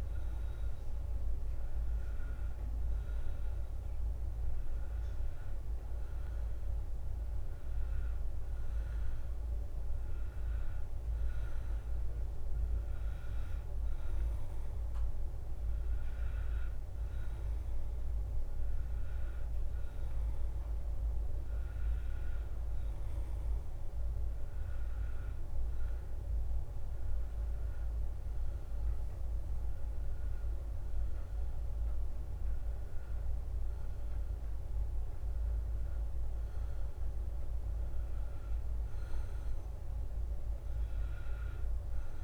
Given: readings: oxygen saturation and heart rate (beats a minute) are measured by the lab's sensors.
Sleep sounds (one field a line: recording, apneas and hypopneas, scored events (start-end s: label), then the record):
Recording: breathing in sleep, hard to hear, by a room microphone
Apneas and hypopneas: none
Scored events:
28.00-31.00 s: leg movement (device-marked)
From the record:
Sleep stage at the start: N1 (lightest sleep)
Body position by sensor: on the back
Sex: male